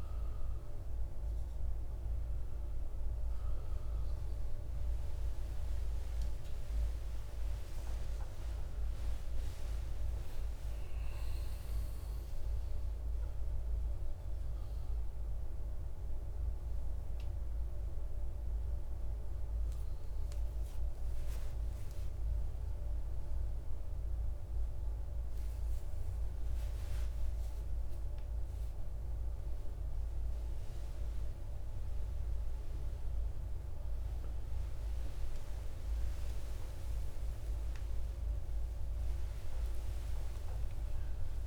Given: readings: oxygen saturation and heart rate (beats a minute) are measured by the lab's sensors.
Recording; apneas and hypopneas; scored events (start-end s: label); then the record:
a person awake in a sleep study, hard to hear, by a room microphone; none
none scored
From the record:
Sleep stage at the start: awake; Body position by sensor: on the right side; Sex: male